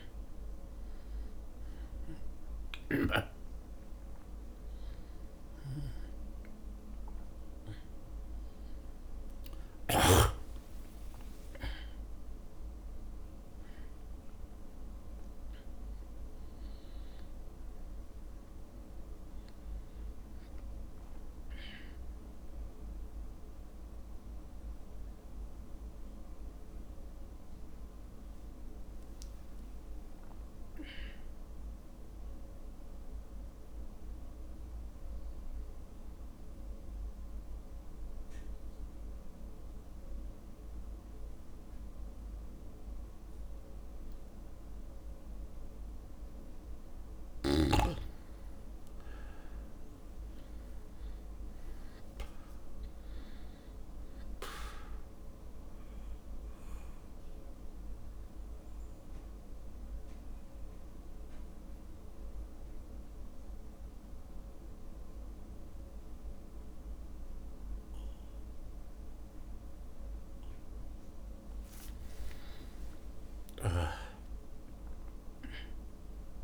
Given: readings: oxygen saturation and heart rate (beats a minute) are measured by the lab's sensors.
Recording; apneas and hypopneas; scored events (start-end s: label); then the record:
breathing in sleep by a room microphone; 2
0.00-15.00 s: oxygen desaturation (device-marked, oxygen 79% lowest, heart rate 57 extreme)
15.00-20.50 s: arousal
32.50-48.50 s: mixed apnea (oxygen 100% before, 93% lowest, heart rate 60 before, 53 extreme, up 2 after)
48.00-76.44 s: oxygen desaturation (device-marked, oxygen 99% before, 93% lowest, heart rate 57 before, 53 extreme)
50.00-53.50 s: arousal
57.00-71.50 s: central apnea (oxygen 100% before, 89% lowest, heart rate 56 before, 53 extreme, up 6 after)
66.00-76.44 s: drop in pulse transit time (device-marked, heart rate 56 before, 53 extreme)
66.50-68.50 s: long interval between heartbeats (device-marked, heart rate 56 before, 58 extreme)
68.50-70.50 s: long interval between heartbeats (device-marked, heart rate 56 before, 60 extreme)
73.50-76.44 s: arousal
From the record:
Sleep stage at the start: N2 (light sleep); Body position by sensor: on the back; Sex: male